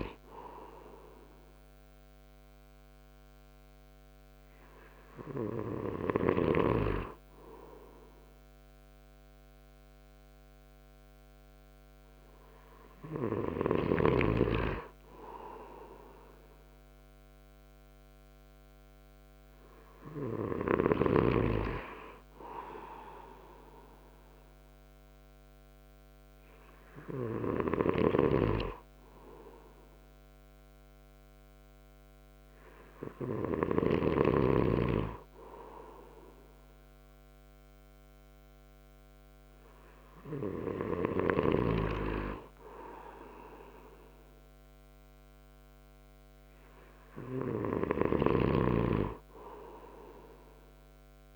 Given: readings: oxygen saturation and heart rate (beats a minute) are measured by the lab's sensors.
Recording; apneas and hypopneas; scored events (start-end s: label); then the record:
breathing in sleep by a microphone on the trachea; none
28.00-34.50 s: snoring (device-marked)
From the record:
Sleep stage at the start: N2 (light sleep); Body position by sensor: on the right side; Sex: male